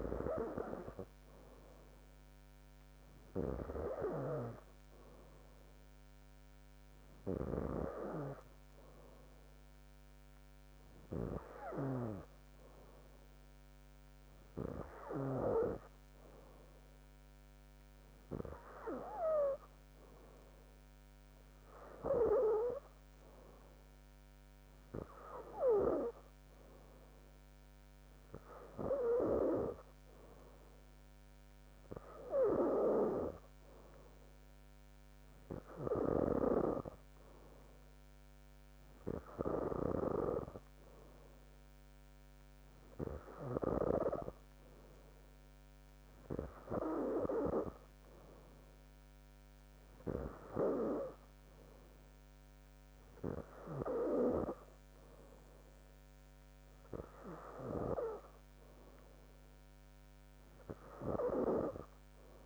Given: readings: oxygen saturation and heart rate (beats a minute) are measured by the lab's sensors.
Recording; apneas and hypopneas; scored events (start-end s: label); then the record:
breathing in sleep by a microphone on the trachea; none
51.00-62.45 s: oxygen desaturation (device-marked, oxygen 95% before, 92% lowest, heart rate 66 before, 64 extreme)
From the record:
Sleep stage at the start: N3 (deep sleep); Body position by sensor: on the back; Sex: female